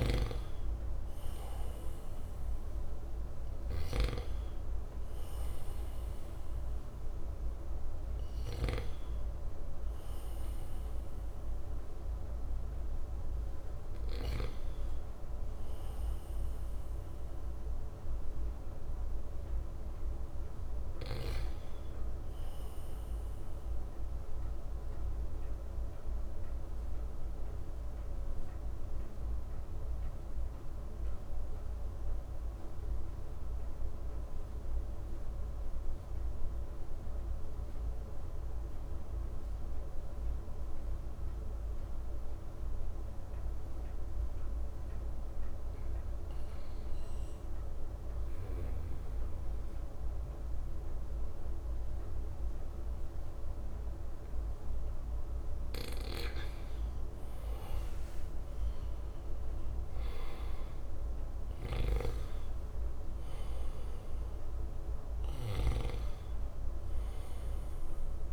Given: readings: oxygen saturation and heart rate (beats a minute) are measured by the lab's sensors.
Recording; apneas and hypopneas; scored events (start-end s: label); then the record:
breathing in sleep, hard to hear, by a room microphone; 1
0.00-8.00 s: oxygen desaturation (device-marked, oxygen 92% lowest, heart rate 55 extreme)
23.50-45.00 s: obstructive apnea (oxygen 97% before, 91% lowest, heart rate 58 before, 56 extreme, up 2 after)
47.00-49.50 s: arousal
53.00-68.33 s: oxygen desaturation (device-marked, oxygen 97% before, 91% lowest, heart rate 58 before, 55 extreme)
56.50-62.00 s: arousal
From the record:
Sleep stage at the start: N2 (light sleep); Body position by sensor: on the right side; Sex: male